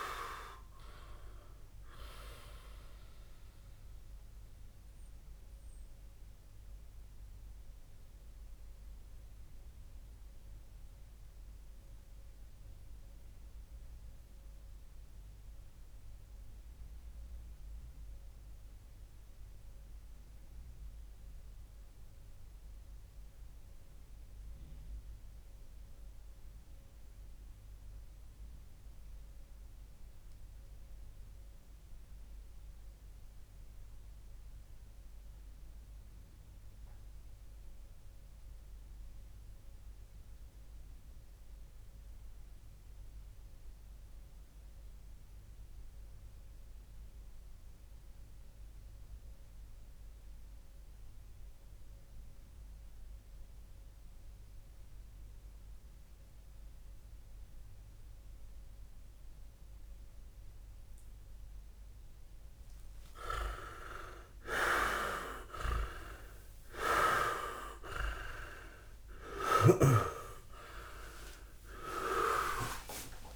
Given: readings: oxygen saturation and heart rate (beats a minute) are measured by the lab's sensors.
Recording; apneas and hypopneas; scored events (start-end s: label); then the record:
breathing in sleep by a room microphone; 1
0.00-12.50 s: oxygen desaturation (device-marked, oxygen 90% lowest, heart rate 49 extreme)
3.50-60.00 s: mixed apnea (oxygen 97% before, 91% lowest, heart rate 89 before, 43 extreme, up 20 after)
69.00-73.36 s: snoring (device-marked)
From the record:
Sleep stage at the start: N2 (light sleep); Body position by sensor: on the back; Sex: male